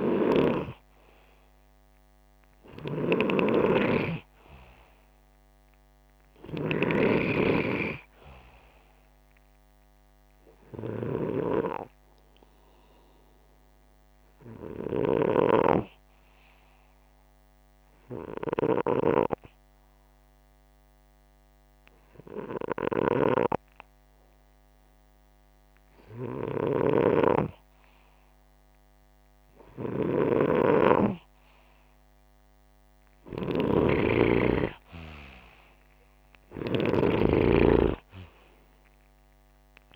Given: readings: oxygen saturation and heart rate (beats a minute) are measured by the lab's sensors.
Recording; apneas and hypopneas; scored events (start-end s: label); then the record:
breathing in sleep by a microphone on the trachea; 1
2.50-6.50 s: snoring (device-marked)
12.00-28.00 s: hypopnea (oxygen 96% before, 93% lowest, heart rate 72 before, 63 extreme, up 0 after)
22.50-39.95 s: snoring (device-marked)
35.00-39.50 s: arousal
From the record:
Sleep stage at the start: N2 (light sleep); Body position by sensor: upright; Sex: male